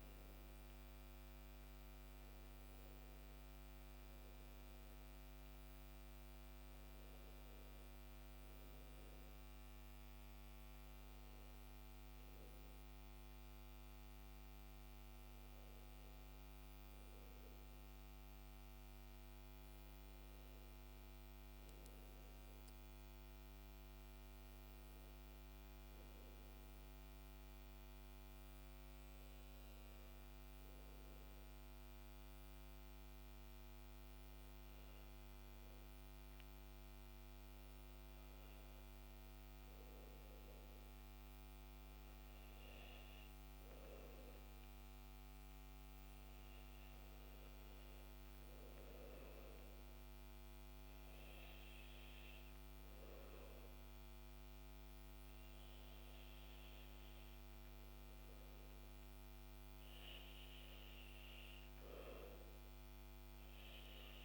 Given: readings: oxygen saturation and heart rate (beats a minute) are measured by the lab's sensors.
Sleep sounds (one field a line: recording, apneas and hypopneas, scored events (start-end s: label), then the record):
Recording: breathing in sleep, hard to hear, by a microphone on the trachea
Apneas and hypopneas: none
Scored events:
none scored
From the record:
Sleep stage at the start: N2 (light sleep)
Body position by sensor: on the back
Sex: male